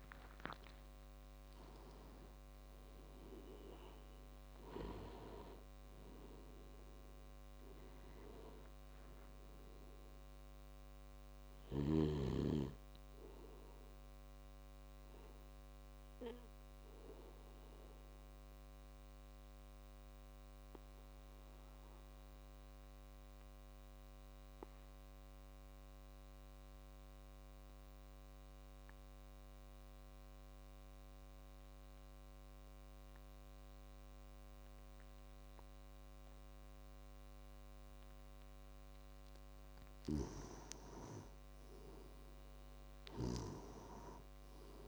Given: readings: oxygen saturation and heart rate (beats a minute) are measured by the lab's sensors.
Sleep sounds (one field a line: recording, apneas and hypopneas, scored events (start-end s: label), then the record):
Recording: breathing in sleep by a microphone on the trachea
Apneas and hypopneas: 1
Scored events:
2.00-19.00 s: oxygen desaturation (device-marked, oxygen 98% before, 93% lowest)
16.00-38.50 s: obstructive apnea (oxygen 98% before, 90% lowest)
39.00-44.88 s: oxygen desaturation (device-marked, oxygen 98% before, 94% lowest)
40.00-43.50 s: snoring (device-marked)
43.00-44.88 s: arousal
From the record:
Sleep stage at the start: N2 (light sleep)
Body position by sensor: on the back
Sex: male